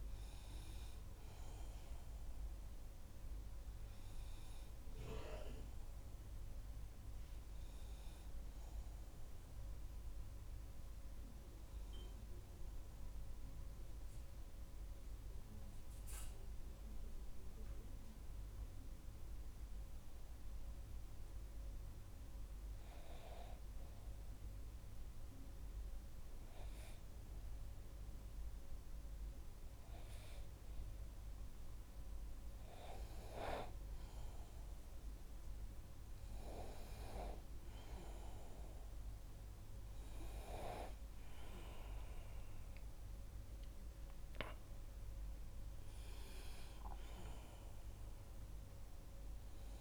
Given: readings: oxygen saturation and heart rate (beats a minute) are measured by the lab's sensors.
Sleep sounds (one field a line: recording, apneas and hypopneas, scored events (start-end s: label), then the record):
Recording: breathing in sleep by a room microphone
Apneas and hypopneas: 1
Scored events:
12.50-30.00 s: obstructive apnea (oxygen 98% before, 96% lowest, heart rate 55 before, 47 extreme, up 5 after)
34.50-40.00 s: arousal
From the record:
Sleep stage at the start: N2 (light sleep)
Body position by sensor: on the back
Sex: male